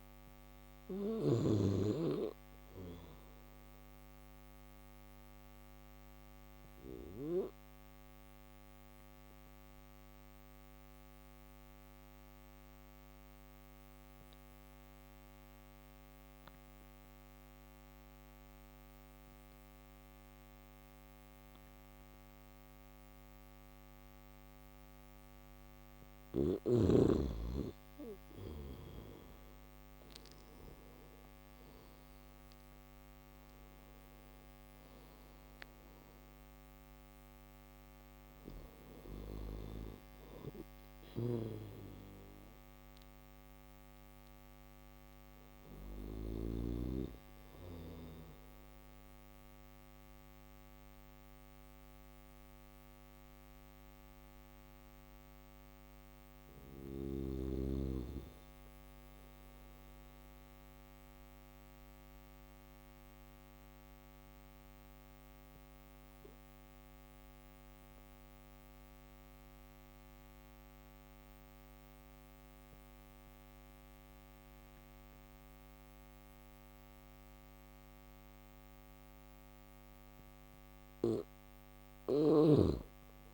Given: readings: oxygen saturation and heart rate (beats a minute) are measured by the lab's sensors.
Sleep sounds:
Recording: breathing in sleep by a microphone on the trachea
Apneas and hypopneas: none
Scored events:
39.50-45.50 s: snoring (device-marked)
46.00-83.34 s: new sleep stage, N1 (lightest sleep)
81.00-83.34 s: oxygen desaturation (device-marked, oxygen 97% before, 92% lowest)
81.00-83.34 s: snoring (device-marked)
From the record:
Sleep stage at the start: N3 (deep sleep)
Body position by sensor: on the back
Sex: male

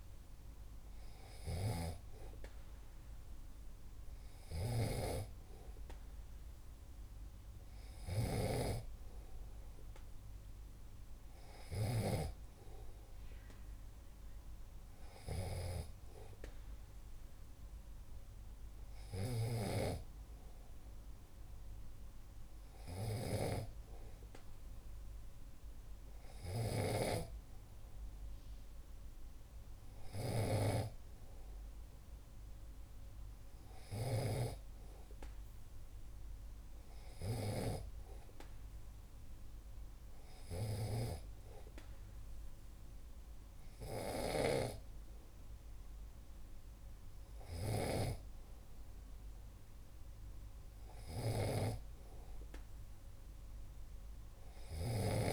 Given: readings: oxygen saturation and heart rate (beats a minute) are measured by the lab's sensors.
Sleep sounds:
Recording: breathing in sleep by a room microphone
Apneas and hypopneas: none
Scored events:
1.50-27.00 s: snoring (device-marked)
34.00-38.00 s: snoring (device-marked)
From the record:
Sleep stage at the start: N2 (light sleep)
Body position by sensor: on the back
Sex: male

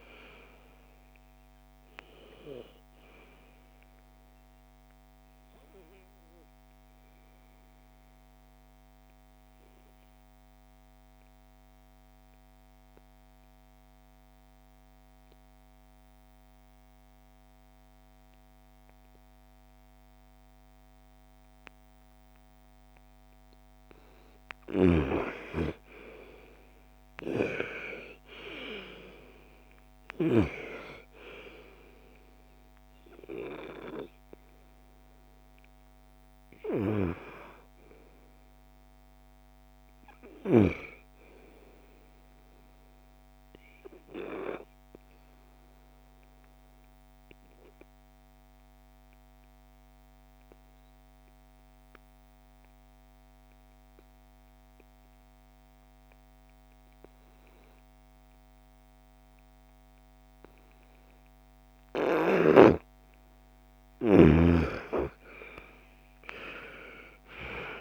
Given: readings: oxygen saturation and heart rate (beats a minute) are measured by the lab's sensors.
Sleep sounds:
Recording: breathing in sleep by a microphone on the trachea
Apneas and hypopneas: 2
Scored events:
3.00-14.00 s: oxygen desaturation (device-marked, oxygen 99% before, 92% lowest, heart rate 61 before, 46 extreme)
4.00-23.00 s: obstructive apnea (oxygen 99% before, 83% lowest, heart rate 62 before, 46 extreme, up 4 after)
23.00-45.00 s: oxygen desaturation (device-marked, oxygen 99% before, 88% lowest, heart rate 58 before, 40 extreme)
25.50-29.00 s: arousal
46.00-62.50 s: obstructive apnea (oxygen 99% before, 83% lowest, heart rate 61 before, 40 extreme, up 32 after)
59.00-67.81 s: oxygen desaturation (device-marked, oxygen 97% before, 83% lowest, heart rate 56 before, 47 extreme)
64.50-67.81 s: arousal
From the record:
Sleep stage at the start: N2 (light sleep)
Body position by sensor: on the front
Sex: female

